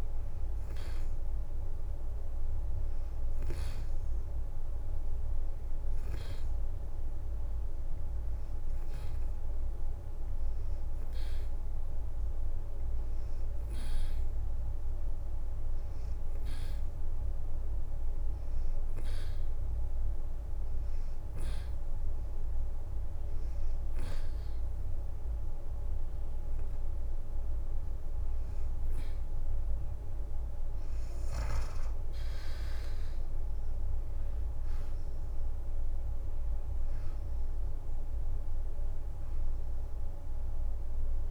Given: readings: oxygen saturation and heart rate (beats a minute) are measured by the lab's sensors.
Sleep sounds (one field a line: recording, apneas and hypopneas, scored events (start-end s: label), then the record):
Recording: breathing in sleep, hard to hear, by a room microphone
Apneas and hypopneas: 1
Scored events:
2.00-5.00 s: arousal
4.50-5.50 s: leg movement (device-marked)
7.50-18.00 s: leg movement (device-marked)
8.00-30.50 s: hypopnea (oxygen 91% before, 85% lowest, heart rate 85 before, 85 extreme, up 4 after)
28.00-37.50 s: leg movement (device-marked)
33.50-37.50 s: arousal
39.00-41.31 s: leg movement (device-marked)
39.50-41.31 s: oxygen desaturation (device-marked, oxygen 89% before, 85% lowest, heart rate 88 before, 85 extreme)
From the record:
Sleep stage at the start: N2 (light sleep)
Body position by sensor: on the back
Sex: female